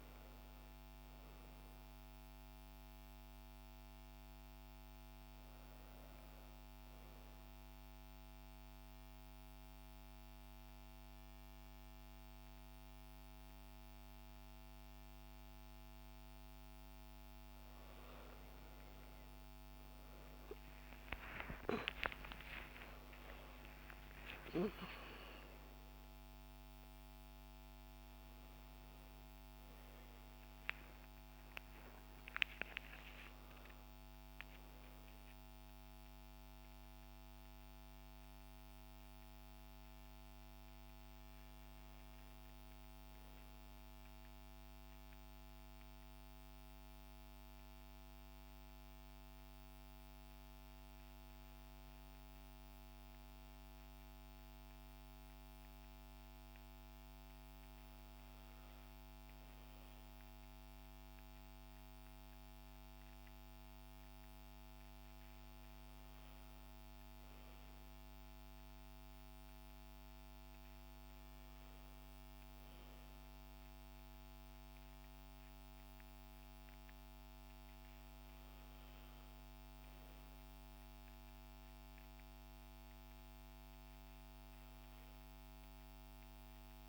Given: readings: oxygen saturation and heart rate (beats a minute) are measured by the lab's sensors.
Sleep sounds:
breathing in sleep, hard to hear, by a microphone on the trachea; 1
7.50-17.50 s: central apnea (oxygen 98% before, 95% lowest, heart rate 71 before, 64 extreme, up 37 after)
21.00-26.00 s: arousal
67.50-86.89 s: new sleep stage, N2 (light sleep)
From the record:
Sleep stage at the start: N1 (lightest sleep); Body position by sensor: on the back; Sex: female

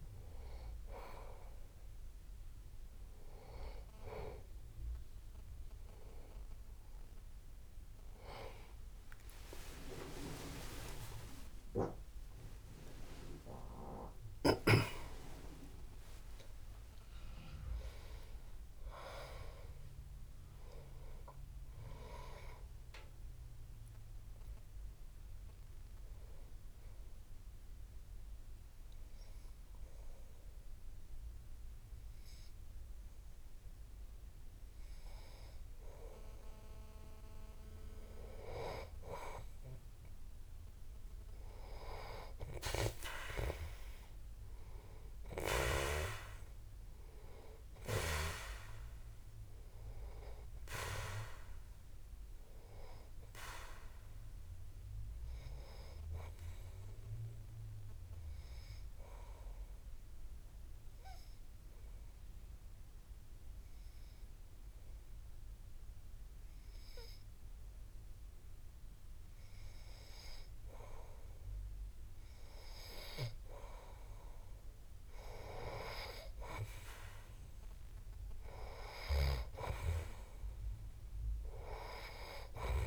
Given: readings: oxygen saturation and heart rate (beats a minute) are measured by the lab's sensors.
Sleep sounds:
a person partly awake in a sleep study, by a room microphone; 1
4.50-34.50 s: new sleep stage, awake
34.50-82.87 s: new sleep stage, N2 (light sleep)
49.50-58.50 s: oxygen desaturation (device-marked, oxygen 96% before, 93% lowest)
58.00-71.00 s: obstructive apnea (oxygen 96% before, 93% lowest)
73.50-77.50 s: arousal
80.50-82.87 s: oxygen desaturation (device-marked, oxygen 96% before, 93% lowest)
From the record:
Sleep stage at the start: N2 (light sleep); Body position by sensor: on the back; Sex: male

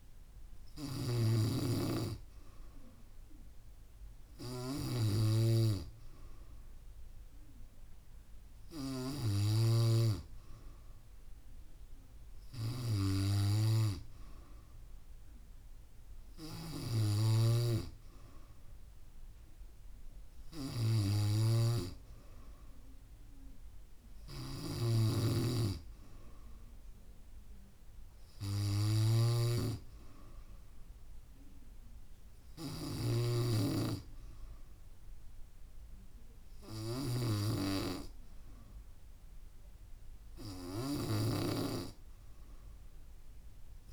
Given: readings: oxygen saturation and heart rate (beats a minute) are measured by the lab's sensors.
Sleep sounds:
breathing in sleep by a room microphone; none
0.00-1.50 s: snoring (device-marked)
25.00-37.50 s: snoring (device-marked)
From the record:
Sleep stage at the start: N3 (deep sleep); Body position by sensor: on the back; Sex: female

